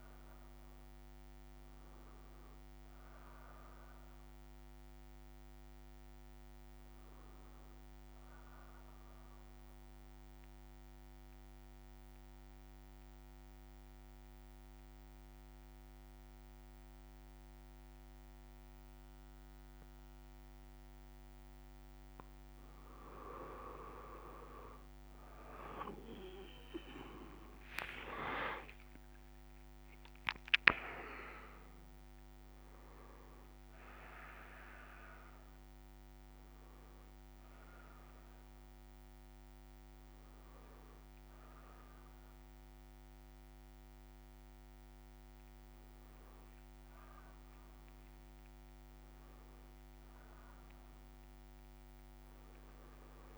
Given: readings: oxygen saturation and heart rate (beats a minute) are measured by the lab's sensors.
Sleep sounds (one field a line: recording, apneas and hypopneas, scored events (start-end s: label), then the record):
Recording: breathing in sleep by a microphone on the trachea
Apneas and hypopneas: 1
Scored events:
0.00-4.00 s: oxygen desaturation (device-marked, oxygen 94% lowest, heart rate 110 extreme)
8.50-21.00 s: obstructive apnea (oxygen 97% before, 94% lowest, heart rate 132 before, 90 extreme, up 28 after)
36.00-52.00 s: oxygen desaturation (device-marked, oxygen 99% before, 94% lowest, heart rate 132 before, 38 extreme)
From the record:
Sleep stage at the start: N1 (lightest sleep)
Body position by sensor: on the back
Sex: male